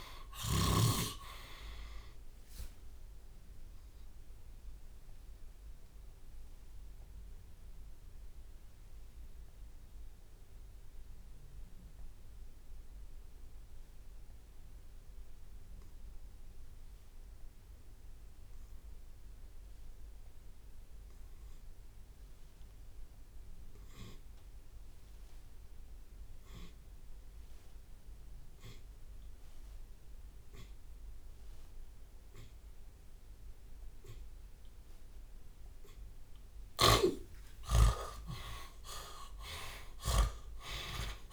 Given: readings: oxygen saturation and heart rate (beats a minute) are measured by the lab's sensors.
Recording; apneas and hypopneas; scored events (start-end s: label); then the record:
breathing in sleep by a room microphone; 1
0.00-1.00 s: snoring (device-marked)
0.00-2.00 s: long interval between heartbeats (device-marked, heart rate 127 before, 158 extreme)
0.00-4.50 s: drop in pulse transit time (device-marked, heart rate 107 extreme)
0.00-8.50 s: tachycardia (device-marked, heart rate 176 extreme)
3.00-5.00 s: long interval between heartbeats (device-marked, heart rate 134 before, 107 extreme)
6.50-36.00 s: obstructive apnea (oxygen 96% before, 81% lowest)
11.50-28.50 s: oxygen desaturation (device-marked, oxygen 95% before, 81% lowest, heart rate 133 before, 57 extreme)
23.50-25.50 s: long interval between heartbeats (device-marked, heart rate 66 before, 68 extreme)
25.50-41.33 s: tachycardia (device-marked, heart rate 83 before, 157 extreme)
27.00-29.00 s: long interval between heartbeats (device-marked, heart rate 61 before, 93 extreme)
31.00-33.00 s: long interval between heartbeats (device-marked, heart rate 60 before, 122 extreme)
33.00-35.00 s: long interval between heartbeats (device-marked, heart rate 67 before, 146 extreme)
34.50-41.33 s: drop in pulse transit time (device-marked, heart rate 80 before, 125 extreme)
36.50-41.33 s: snoring (device-marked)
37.50-39.50 s: long interval between heartbeats (device-marked, heart rate 100 before, 130 extreme)
39.00-41.33 s: arousal
40.00-41.33 s: long interval between heartbeats (device-marked, heart rate 108 before, 128 extreme)
From the record:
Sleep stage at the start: N2 (light sleep); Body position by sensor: on the left side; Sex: male